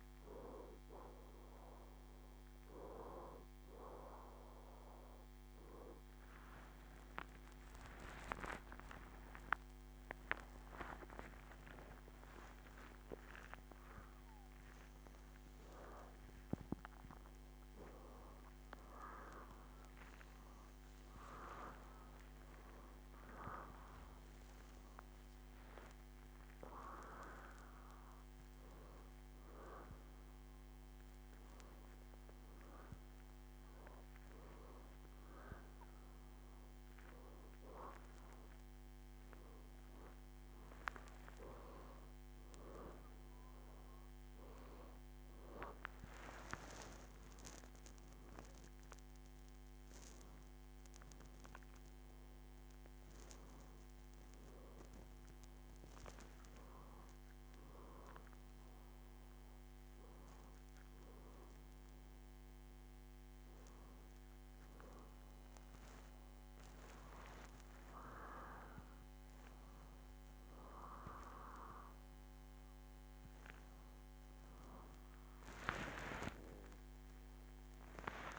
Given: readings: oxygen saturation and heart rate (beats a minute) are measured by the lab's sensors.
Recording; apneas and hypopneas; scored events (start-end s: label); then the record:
a person partly awake in a sleep study, by a microphone on the trachea; none
8.50-10.50 s: long interval between heartbeats (device-marked, heart rate 72 before, 82 extreme)
12.50-14.50 s: long interval between heartbeats (device-marked, heart rate 76 before, 111 extreme)
14.50-30.50 s: oxygen desaturation (device-marked, oxygen 93% before, 90% lowest, heart rate 80 before, 75 extreme)
14.50-44.50 s: new sleep stage, awake
20.50-22.50 s: long interval between heartbeats (device-marked, heart rate 86 before, 94 extreme)
22.50-24.50 s: long interval between heartbeats (device-marked, heart rate 89 before, 128 extreme)
26.00-28.00 s: long interval between heartbeats (device-marked, heart rate 98 before, 159 extreme)
30.00-32.00 s: long interval between heartbeats (device-marked, heart rate 113 before, 132 extreme)
32.50-42.50 s: oxygen desaturation (device-marked, oxygen 94% before, 91% lowest, heart rate 118 before, 73 extreme)
36.00-38.00 s: long interval between heartbeats (device-marked, heart rate 116 before, 122 extreme)
40.00-42.00 s: long interval between heartbeats (device-marked, heart rate 124 before, 144 extreme)
44.50-78.39 s: new sleep stage, N2 (light sleep)
75.00-77.00 s: long interval between heartbeats (device-marked, heart rate 74 before, 83 extreme)
75.00-78.39 s: arousal
From the record:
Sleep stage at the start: N1 (lightest sleep); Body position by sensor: on the back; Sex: female